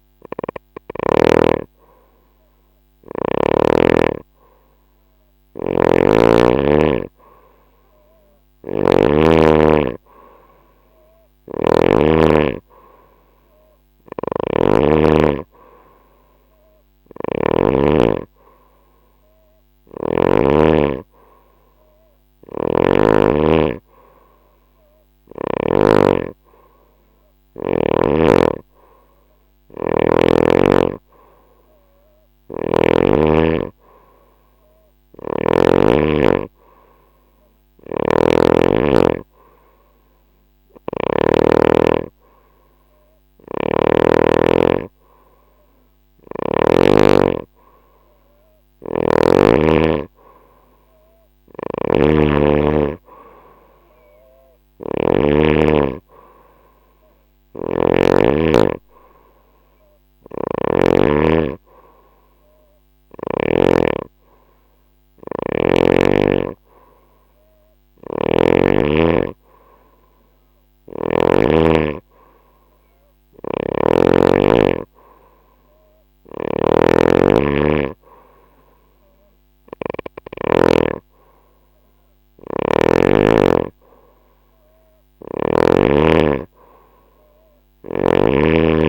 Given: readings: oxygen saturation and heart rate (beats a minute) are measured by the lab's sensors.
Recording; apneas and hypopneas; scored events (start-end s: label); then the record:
breathing in sleep by a microphone on the trachea; none
5.00-8.50 s: snoring (device-marked)
10.50-17.00 s: snoring (device-marked)
21.50-25.00 s: snoring (device-marked)
37.00-40.50 s: snoring (device-marked)
42.50-46.00 s: snoring (device-marked)
48.00-57.50 s: snoring (device-marked)
59.50-63.00 s: snoring (device-marked)
72.50-80.00 s: snoring (device-marked)
87.00-88.89 s: snoring (device-marked)
From the record:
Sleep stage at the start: N2 (light sleep); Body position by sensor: on the right side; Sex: female